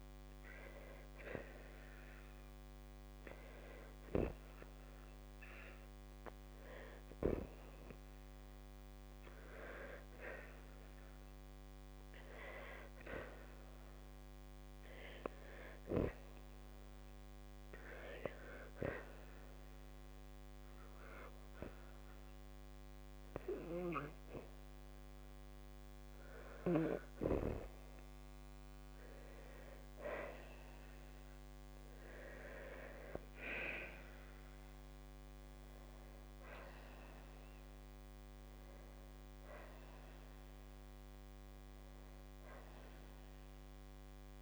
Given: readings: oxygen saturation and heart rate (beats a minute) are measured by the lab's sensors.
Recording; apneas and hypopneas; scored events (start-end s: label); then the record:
breathing in sleep by a microphone on the trachea; none
0.00-12.00 s: oxygen desaturation (device-marked, oxygen 94% lowest, heart rate 86 extreme)
24.00-44.00 s: oxygen desaturation (device-marked, oxygen 95% before, 92% lowest, heart rate 87 before, 84 extreme)
From the record:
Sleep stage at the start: N2 (light sleep); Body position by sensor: on the right side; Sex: female